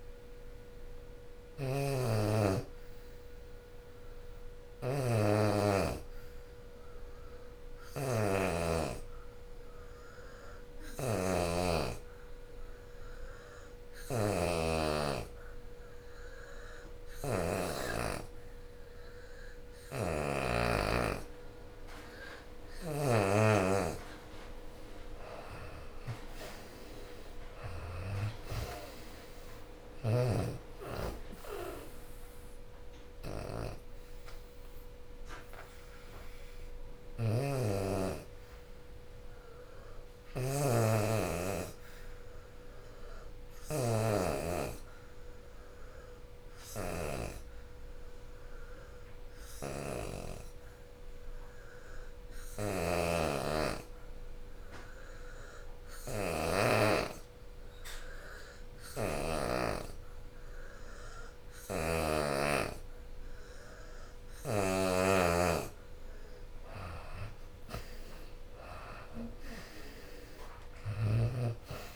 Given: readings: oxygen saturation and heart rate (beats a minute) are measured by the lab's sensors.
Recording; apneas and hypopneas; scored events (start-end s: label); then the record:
breathing in sleep by a room microphone; 2
0.00-10.50 s: oxygen desaturation (device-marked, oxygen 83% lowest, heart rate 62 extreme)
6.00-23.00 s: obstructive apnea (oxygen 87% before, 83% lowest, heart rate 75 before, 68 extreme, up 16 after)
22.50-43.50 s: oxygen desaturation (device-marked, oxygen 92% before, 83% lowest, heart rate 75 before, 67 extreme)
24.50-29.50 s: arousal
24.50-34.50 s: drop in pulse transit time (device-marked, heart rate 76 before, 79 extreme)
39.50-64.50 s: obstructive apnea (oxygen 93% before, 83% lowest, heart rate 82 before, 67 extreme, up 26 after)
63.50-71.96 s: oxygen desaturation (device-marked, oxygen 89% before, 83% lowest, heart rate 76 before, 66 extreme)
67.50-71.96 s: arousal
From the record:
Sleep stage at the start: N2 (light sleep); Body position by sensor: on the back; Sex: female